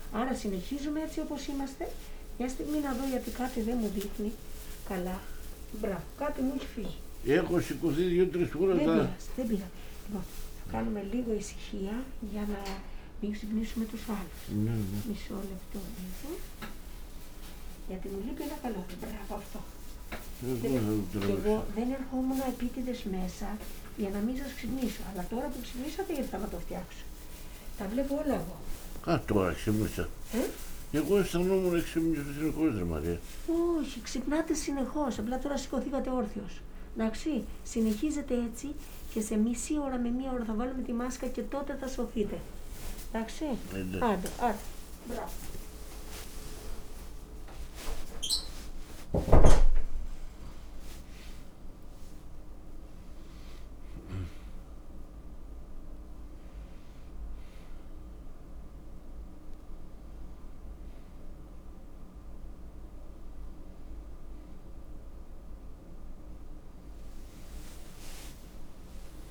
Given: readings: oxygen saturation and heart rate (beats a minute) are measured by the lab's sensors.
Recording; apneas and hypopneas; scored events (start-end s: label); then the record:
a person awake in a sleep study, by a room microphone; none
54.50-69.31 s: new sleep stage, N1 (lightest sleep)
From the record:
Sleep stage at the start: awake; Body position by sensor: on the right side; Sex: male